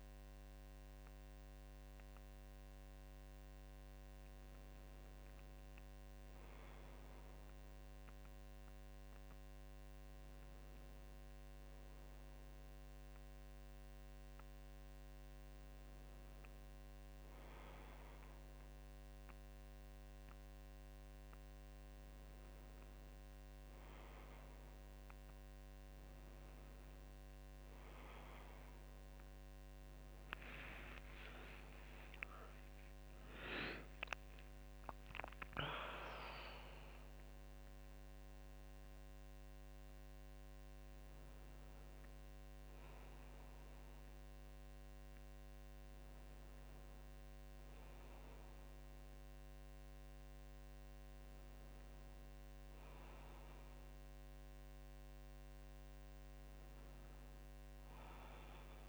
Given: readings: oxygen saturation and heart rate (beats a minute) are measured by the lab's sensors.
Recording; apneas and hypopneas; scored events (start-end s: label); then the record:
a person partly awake in a sleep study, by a microphone on the trachea; none
1.00-58.89 s: new sleep stage, N1 (lightest sleep)
30.50-34.50 s: arousal
From the record:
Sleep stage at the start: awake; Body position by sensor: on the back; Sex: female